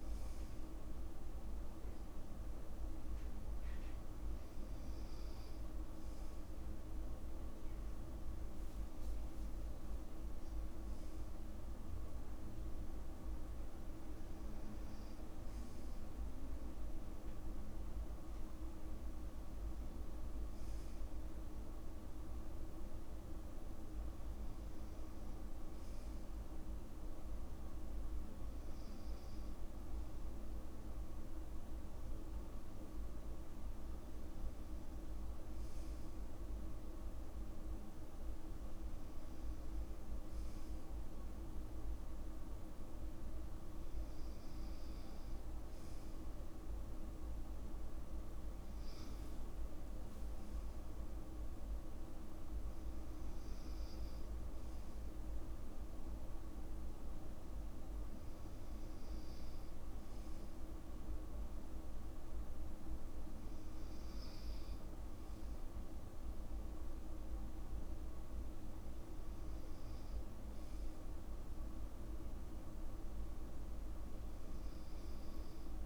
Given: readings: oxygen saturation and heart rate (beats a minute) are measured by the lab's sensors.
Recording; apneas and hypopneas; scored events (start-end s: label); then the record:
breathing in sleep, hard to hear, by a room microphone; none
none scored
From the record:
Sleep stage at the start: N2 (light sleep); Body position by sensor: on the back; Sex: male